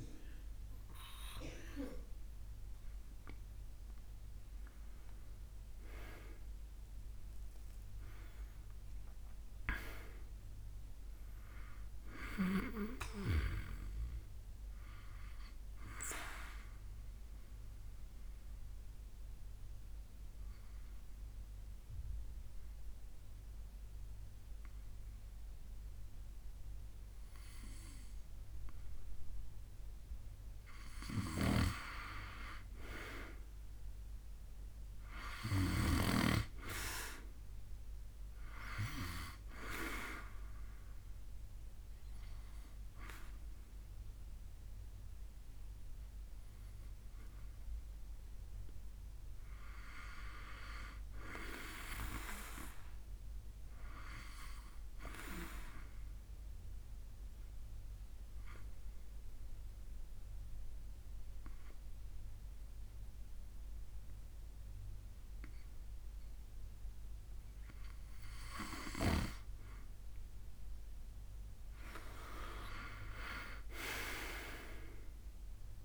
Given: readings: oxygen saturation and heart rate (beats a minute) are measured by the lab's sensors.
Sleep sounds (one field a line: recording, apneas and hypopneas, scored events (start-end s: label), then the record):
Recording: breathing in sleep by a room microphone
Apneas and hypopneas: 2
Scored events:
0.00-10.50 s: oxygen desaturation (device-marked, oxygen 89% lowest, heart rate 65 extreme)
7.50-11.00 s: arousal
16.00-31.50 s: obstructive apnea (oxygen 95% before, 89% lowest, heart rate 72 before, 65 extreme, up 7 after)
33.50-37.00 s: arousal
56.50-69.00 s: obstructive apnea (oxygen 96% before, 89% lowest, heart rate 72 before, 65 extreme, up 10 after)
57.50-74.50 s: oxygen desaturation (device-marked, oxygen 96% before, 89% lowest, heart rate 72 before, 65 extreme)
72.00-75.50 s: arousal
From the record:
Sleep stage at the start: N2 (light sleep)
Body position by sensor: on the back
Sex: male